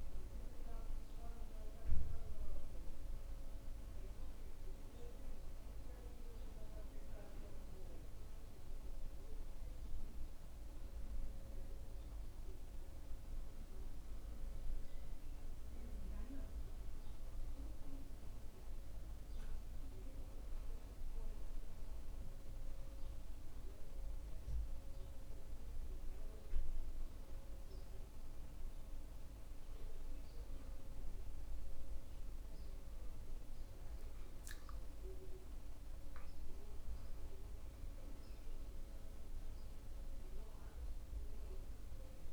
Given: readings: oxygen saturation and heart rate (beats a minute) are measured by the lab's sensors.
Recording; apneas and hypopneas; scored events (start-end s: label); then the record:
breathing in sleep, hard to hear, by a room microphone; none
9.50-13.50 s: oxygen desaturation (device-marked, oxygen 96% before, 93% lowest)
From the record:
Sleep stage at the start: N2 (light sleep); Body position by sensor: on the back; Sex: male